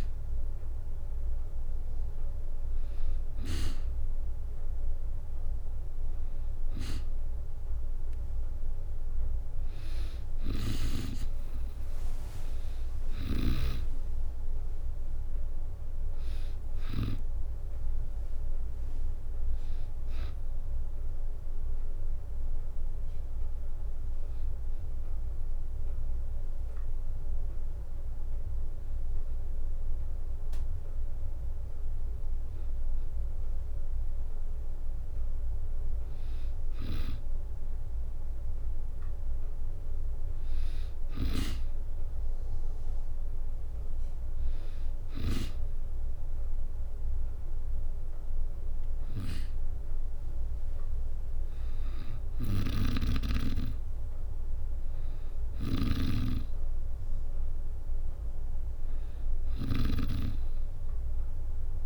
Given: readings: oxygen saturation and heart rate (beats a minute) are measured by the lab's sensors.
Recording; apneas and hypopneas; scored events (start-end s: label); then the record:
breathing in sleep by a room microphone; none
9.50-23.50 s: drop in pulse transit time (device-marked, heart rate 67 before, 64 extreme)
10.50-13.50 s: arousal
12.50-16.50 s: snoring (device-marked)
48.50-61.86 s: drop in pulse transit time (device-marked, heart rate 63 before, 65 extreme)
49.00-52.00 s: arousal
52.00-61.86 s: snoring (device-marked)
From the record:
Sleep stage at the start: N2 (light sleep); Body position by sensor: on the back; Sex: female